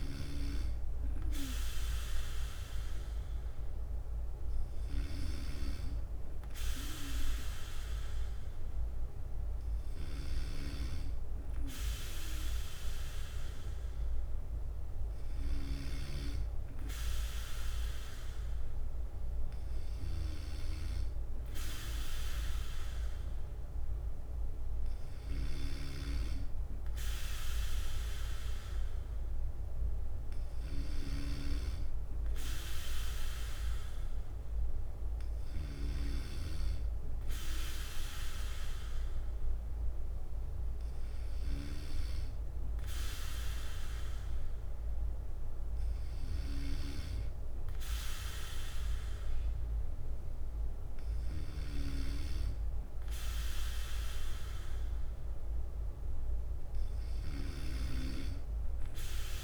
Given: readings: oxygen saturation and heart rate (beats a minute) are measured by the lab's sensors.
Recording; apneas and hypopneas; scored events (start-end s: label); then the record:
breathing in sleep by a room microphone; none
0.00-17.00 s: bradycardia (device-marked, heart rate 56 extreme)
24.00-59.44 s: bradycardia (device-marked, heart rate 59 before, 56 extreme)
From the record:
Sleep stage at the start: N2 (light sleep); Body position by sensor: on the back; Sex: male